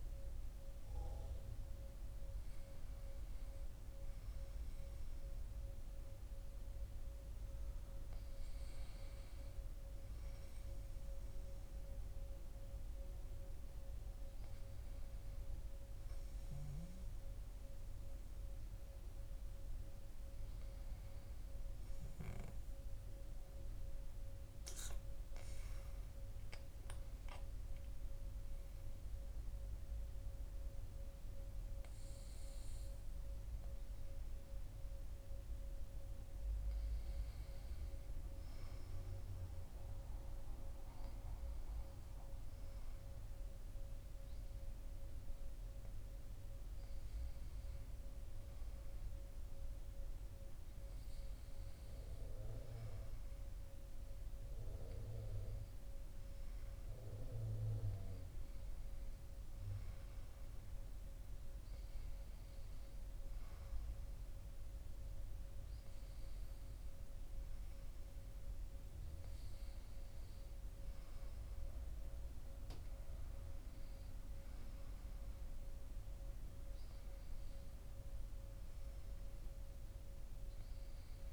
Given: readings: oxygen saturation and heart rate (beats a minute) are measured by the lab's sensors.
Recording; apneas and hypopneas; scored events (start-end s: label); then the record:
breathing in sleep, hard to hear, by a room microphone; none
none scored
From the record:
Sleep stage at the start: REM sleep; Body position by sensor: on the back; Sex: male